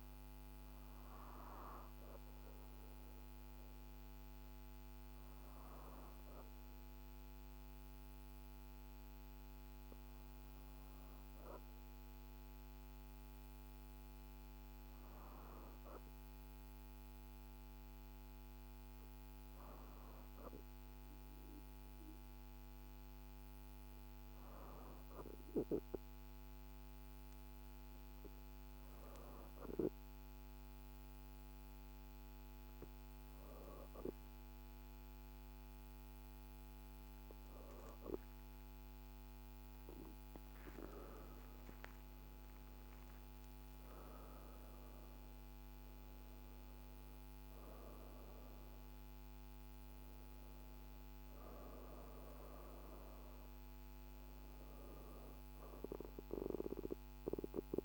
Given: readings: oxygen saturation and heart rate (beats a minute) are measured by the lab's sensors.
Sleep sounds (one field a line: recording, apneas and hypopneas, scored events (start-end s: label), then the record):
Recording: breathing in sleep by a microphone on the trachea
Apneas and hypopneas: 1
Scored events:
4.50-31.00 s: hypopnea (oxygen 98% before, 91% lowest, heart rate 53 before, 50 extreme, up 1 after)
23.00-47.00 s: oxygen desaturation (device-marked, oxygen 95% before, 92% lowest, heart rate 52 before, 50 extreme)
34.50-39.50 s: arousal
From the record:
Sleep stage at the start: N2 (light sleep)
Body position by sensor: on the back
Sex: female